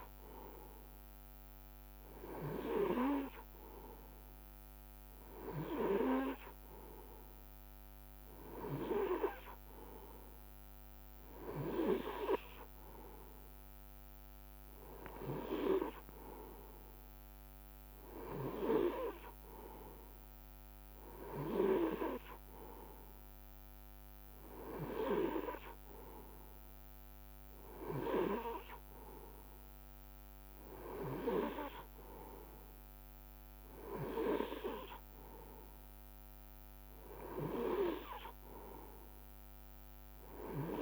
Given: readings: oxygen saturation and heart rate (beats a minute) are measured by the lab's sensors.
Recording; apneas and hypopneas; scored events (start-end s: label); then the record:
breathing in sleep by a microphone on the trachea; none
none scored
From the record:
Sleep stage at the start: N3 (deep sleep); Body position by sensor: on the right side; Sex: male